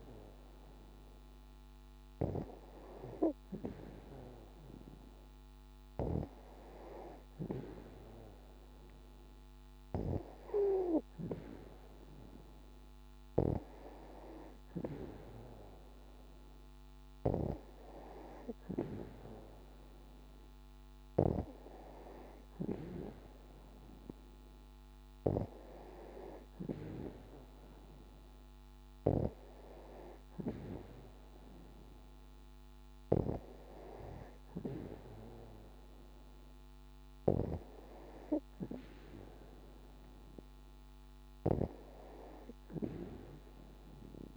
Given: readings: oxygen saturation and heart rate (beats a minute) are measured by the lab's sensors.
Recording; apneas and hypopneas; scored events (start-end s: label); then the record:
breathing in sleep by a microphone on the trachea; none
none scored
From the record:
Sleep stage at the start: N2 (light sleep); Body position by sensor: on the back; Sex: female